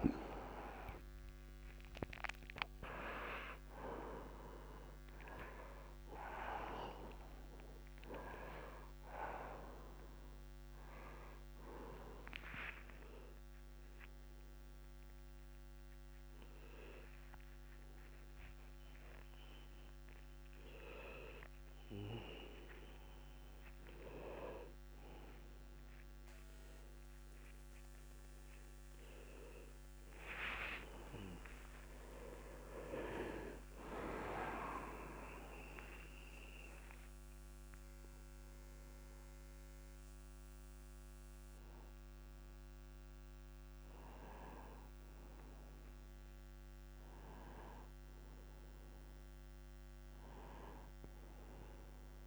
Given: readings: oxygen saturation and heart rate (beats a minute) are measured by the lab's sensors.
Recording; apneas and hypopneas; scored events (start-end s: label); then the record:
a person awake in a sleep study, by a microphone on the trachea; none
0.00-13.00 s: oxygen desaturation (device-marked, oxygen 92% lowest, heart rate 70 extreme)
From the record:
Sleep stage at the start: awake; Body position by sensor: on the right side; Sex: male